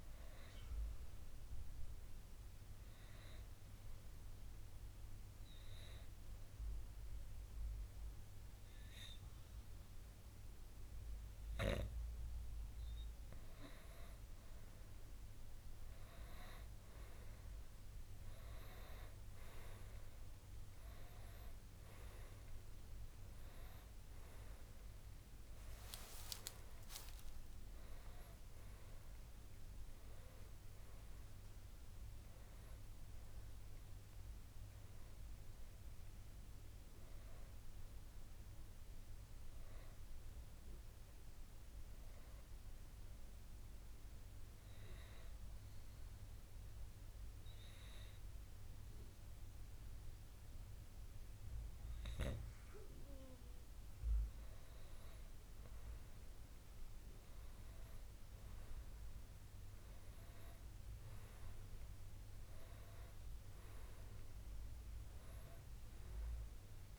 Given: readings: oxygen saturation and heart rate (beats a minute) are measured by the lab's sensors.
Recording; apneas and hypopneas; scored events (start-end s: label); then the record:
breathing in sleep by a room microphone; 2
0.50-12.50 s: obstructive apnea (oxygen 94% before, 90% lowest, heart rate 69 before, 60 extreme, up 9 after)
16.00-19.00 s: arousal
28.50-48.50 s: oxygen desaturation (device-marked, oxygen 94% before, 90% lowest, heart rate 66 before, 61 extreme)
43.00-54.00 s: obstructive apnea (oxygen 94% before, 90% lowest, heart rate 67 before, 61 extreme, up 4 after)
56.50-61.00 s: arousal
From the record:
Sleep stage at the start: N2 (light sleep); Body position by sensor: on the right side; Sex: male